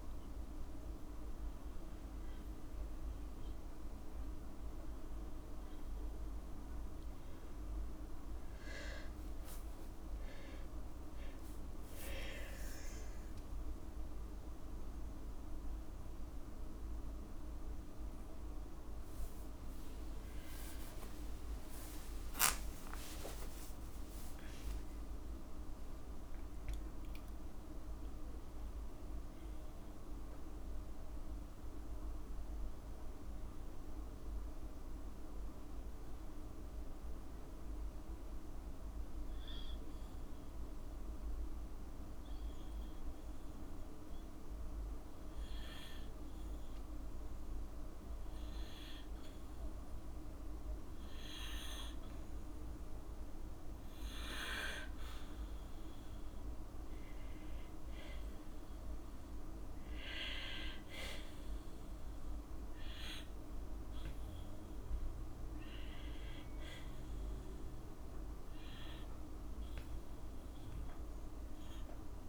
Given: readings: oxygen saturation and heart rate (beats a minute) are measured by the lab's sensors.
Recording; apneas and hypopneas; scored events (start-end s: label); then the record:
breathing in sleep, hard to hear, by a room microphone; 1
10.00-29.00 s: oxygen desaturation (device-marked, oxygen 97% before, 92% lowest, heart rate 83 before, 53 extreme)
22.50-26.50 s: arousal
30.50-47.00 s: obstructive apnea (oxygen 98% before, 94% lowest, heart rate 61 before, 53 extreme, up 2 after)
48.00-52.50 s: arousal
From the record:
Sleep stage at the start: N2 (light sleep); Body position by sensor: on the back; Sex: female